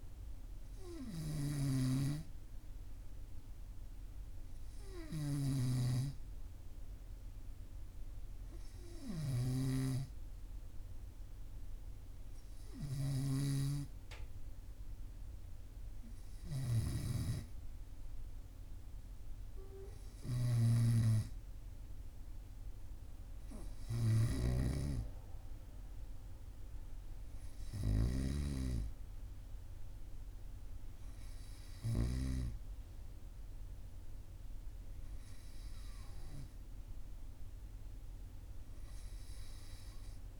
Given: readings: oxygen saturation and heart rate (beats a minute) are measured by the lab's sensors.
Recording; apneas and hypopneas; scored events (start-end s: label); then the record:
breathing in sleep by a room microphone; none
0.00-13.50 s: snoring (device-marked)
From the record:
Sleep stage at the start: N2 (light sleep); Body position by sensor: on the right side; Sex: male